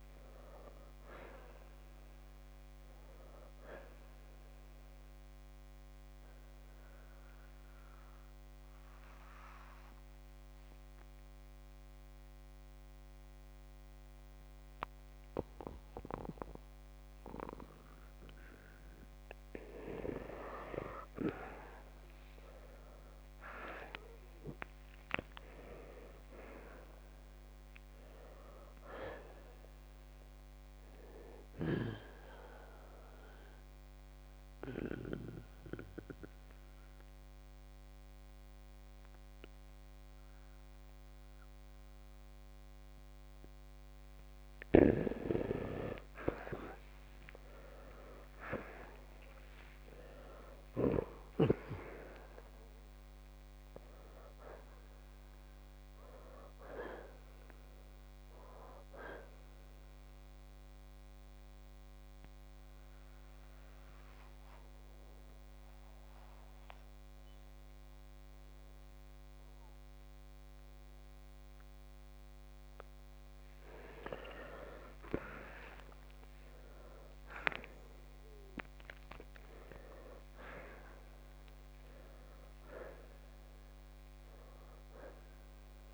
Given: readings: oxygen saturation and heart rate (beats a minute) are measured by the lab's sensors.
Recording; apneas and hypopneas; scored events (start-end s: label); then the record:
breathing in sleep by a microphone on the trachea; 3
6.50-18.00 s: central apnea (oxygen 94% before, 84% lowest, heart rate 57 before, 48 extreme, up 11 after)
12.00-26.00 s: oxygen desaturation (device-marked, oxygen 94% before, 86% lowest, heart rate 59 before, 50 extreme)
21.50-26.00 s: arousal
32.50-44.50 s: central apnea (oxygen 95% before, 83% lowest, heart rate 56 before, 53 extreme, up 7 after)
36.00-53.00 s: oxygen desaturation (device-marked, oxygen 95% before, 84% lowest, heart rate 57 before, 53 extreme)
49.00-55.00 s: arousal
61.00-73.00 s: mixed apnea (oxygen 94% before, 83% lowest, heart rate 57 before, 53 extreme, up 10 after)
67.00-81.00 s: oxygen desaturation (device-marked, oxygen 94% before, 85% lowest, heart rate 59 before, 53 extreme)
76.00-81.00 s: arousal
From the record:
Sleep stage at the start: N2 (light sleep); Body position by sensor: on the left side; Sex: male